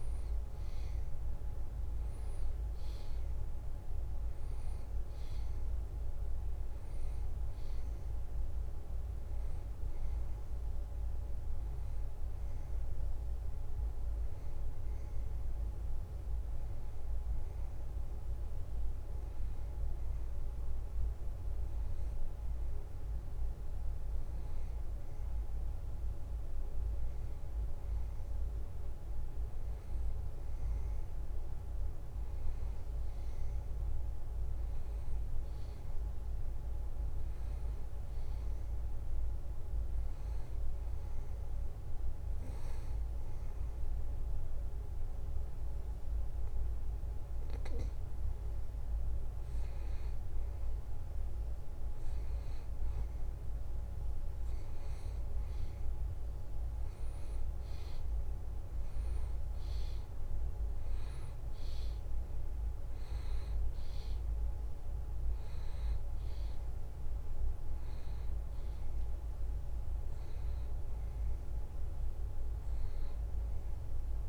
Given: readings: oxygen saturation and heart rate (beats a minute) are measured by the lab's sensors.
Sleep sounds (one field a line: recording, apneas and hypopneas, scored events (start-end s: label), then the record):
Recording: breathing in sleep, hard to hear, by a room microphone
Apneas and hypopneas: none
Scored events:
none scored
From the record:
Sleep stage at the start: N2 (light sleep)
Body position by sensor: on the back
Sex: male